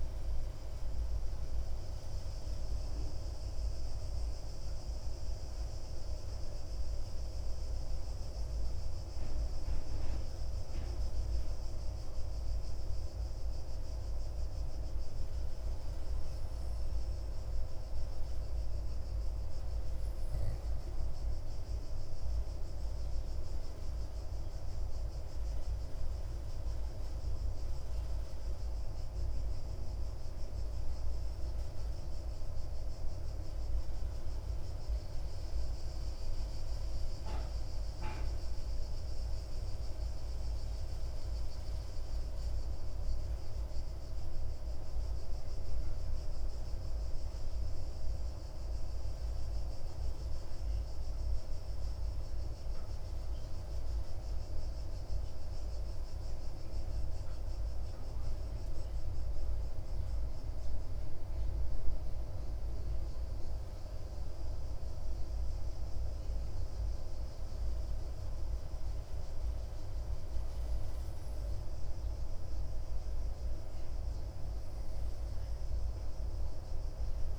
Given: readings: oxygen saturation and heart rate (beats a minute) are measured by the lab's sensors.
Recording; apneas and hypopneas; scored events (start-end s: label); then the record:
breathing in sleep, hard to hear, by a room microphone; none
none scored
From the record:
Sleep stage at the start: N1 (lightest sleep); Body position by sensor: on the left side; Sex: male